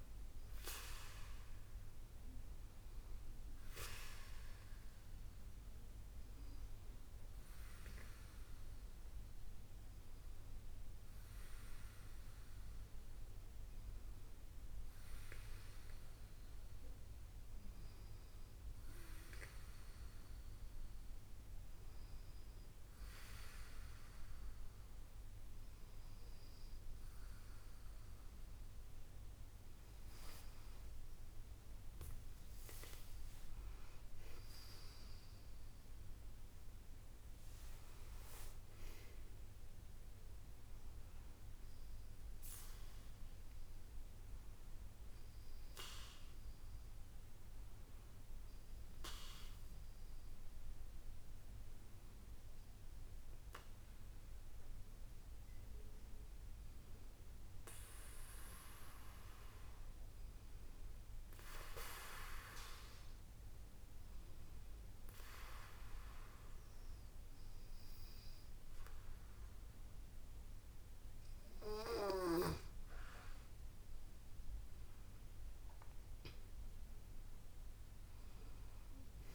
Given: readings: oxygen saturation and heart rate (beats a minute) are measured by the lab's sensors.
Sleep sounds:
breathing in sleep by a room microphone; 2
16.50-28.50 s: hypopnea (oxygen 98% before, 95% lowest, heart rate 70 before, 72 extreme, up 10 after)
30.00-35.00 s: arousal
61.00-71.50 s: hypopnea (oxygen 98% before, 93% lowest, heart rate 73 before, 69 extreme, up 11 after)
73.50-78.00 s: arousal
From the record:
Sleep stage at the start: N2 (light sleep); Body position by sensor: on the back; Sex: female

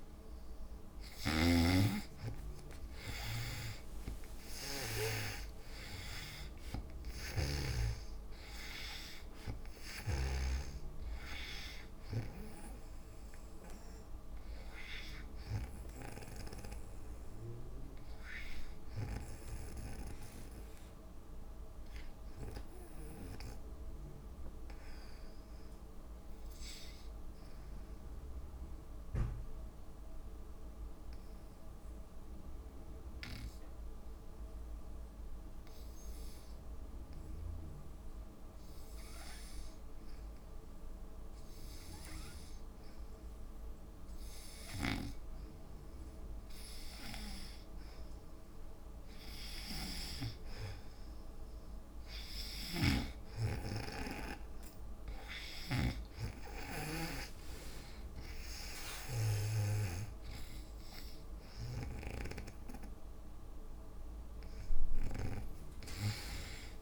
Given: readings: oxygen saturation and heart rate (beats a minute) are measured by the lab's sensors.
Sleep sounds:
breathing in sleep by a room microphone; 1
0.00-24.50 s: oxygen desaturation (device-marked, oxygen 84% lowest, heart rate 56 extreme)
5.50-7.50 s: long interval between heartbeats (device-marked, heart rate 63 before, 78 extreme)
7.00-10.50 s: snoring (device-marked)
23.50-26.00 s: arousal
28.00-40.00 s: obstructive apnea (oxygen 98% before, 85% lowest, heart rate 63 before, 57 extreme, up 4 after)
41.50-66.50 s: oxygen desaturation (device-marked, oxygen 98% before, 88% lowest, heart rate 59 before, 60 extreme)
42.00-45.50 s: arousal
46.50-60.50 s: drop in pulse transit time (device-marked, heart rate 59 before, 61 extreme)
52.50-59.50 s: snoring (device-marked)
65.50-66.82 s: arousal
From the record:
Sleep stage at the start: N2 (light sleep); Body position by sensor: on the back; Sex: female

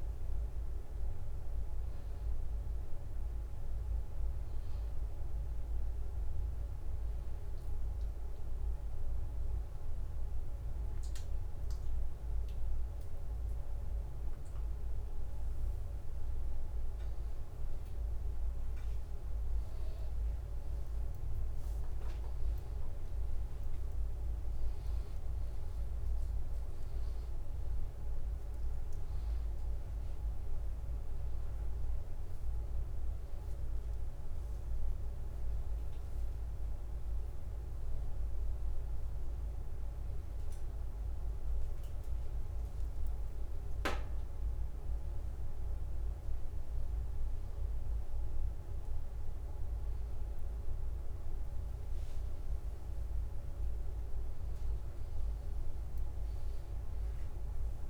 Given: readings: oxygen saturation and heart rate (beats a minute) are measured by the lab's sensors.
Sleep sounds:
a person awake in a sleep study, hard to hear, by a room microphone; none
0.00-5.00 s: oxygen desaturation (device-marked, oxygen 90% lowest, heart rate 83 extreme)
24.00-33.00 s: tachycardia (device-marked, heart rate 93 before, 121 extreme)
27.00-29.00 s: long interval between heartbeats (device-marked, heart rate 87 before, 102 extreme)
30.00-32.00 s: long interval between heartbeats (device-marked, heart rate 90 before, 121 extreme)
35.50-37.50 s: long interval between heartbeats (device-marked, heart rate 96 before, 97 extreme)
41.50-43.50 s: long interval between heartbeats (device-marked, heart rate 99 before, 94 extreme)
49.00 s: drop in pulse transit time (device-marked)
From the record:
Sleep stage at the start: awake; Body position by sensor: upright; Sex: male

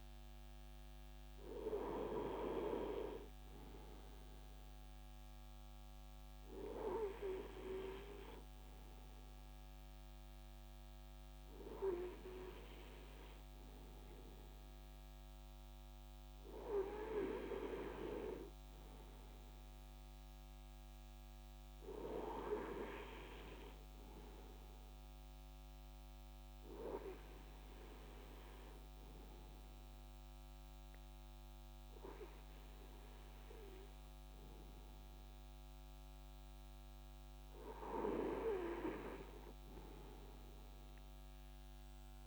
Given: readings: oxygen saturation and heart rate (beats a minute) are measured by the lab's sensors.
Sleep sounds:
breathing in sleep by a microphone on the trachea; none
none scored
From the record:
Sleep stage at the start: N2 (light sleep); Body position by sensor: on the right side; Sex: male

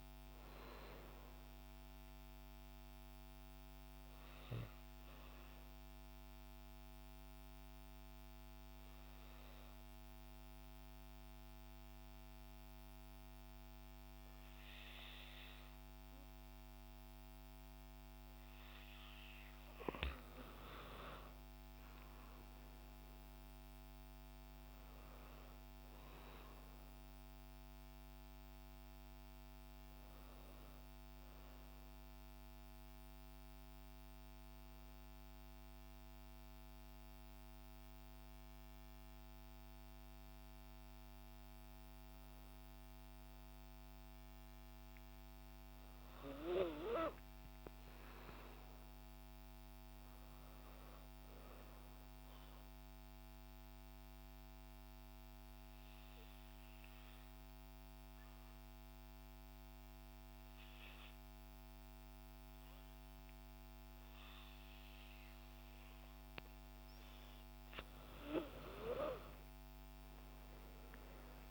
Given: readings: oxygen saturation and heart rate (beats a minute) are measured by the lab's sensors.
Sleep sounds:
breathing in sleep by a microphone on the trachea; 3
0.00-18.50 s: oxygen desaturation (device-marked, oxygen 90% lowest, heart rate 84 extreme)
5.50-18.00 s: obstructive apnea (oxygen 96% before, 90% lowest, heart rate 58 before, 154 extreme)
21.00-25.00 s: arousal
32.50-44.00 s: hypopnea (oxygen 97% before, 90% lowest, heart rate 192 before, 167 extreme, up 22 after)
46.00-50.00 s: arousal
53.00-66.00 s: obstructive apnea (oxygen 96% before, 90% lowest, heart rate 183 before, 162 extreme, up 35 after)
53.50-62.50 s: oxygen desaturation (device-marked, oxygen 96% before, 93% lowest, heart rate 183 before, 162 extreme)
68.00-71.00 s: arousal
From the record:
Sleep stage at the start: N2 (light sleep); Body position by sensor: on the back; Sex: female

